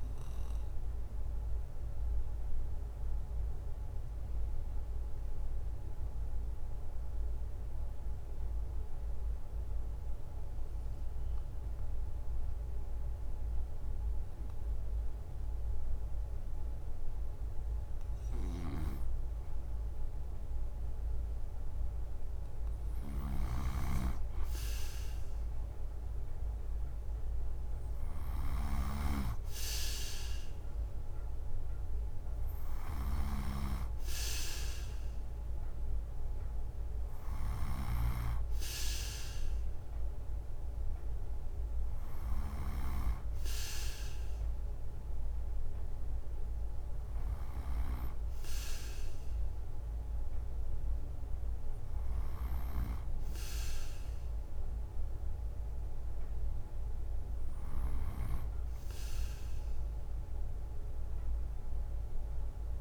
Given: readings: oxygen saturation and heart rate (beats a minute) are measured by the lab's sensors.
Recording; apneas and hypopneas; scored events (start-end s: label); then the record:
breathing in sleep by a room microphone; 1
0.00-9.00 s: drop in pulse transit time (device-marked, heart rate 62 extreme)
3.50-18.00 s: obstructive apnea (oxygen 95% before, 92% lowest, heart rate 68 before, 62 extreme, up 7 after)
18.00-58.00 s: snoring (device-marked)
21.00-25.00 s: arousal
31.00-46.00 s: oxygen desaturation (device-marked, oxygen 97% before, 92% lowest, heart rate 68 before, 68 extreme)
From the record:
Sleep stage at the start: N2 (light sleep); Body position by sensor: on the right side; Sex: male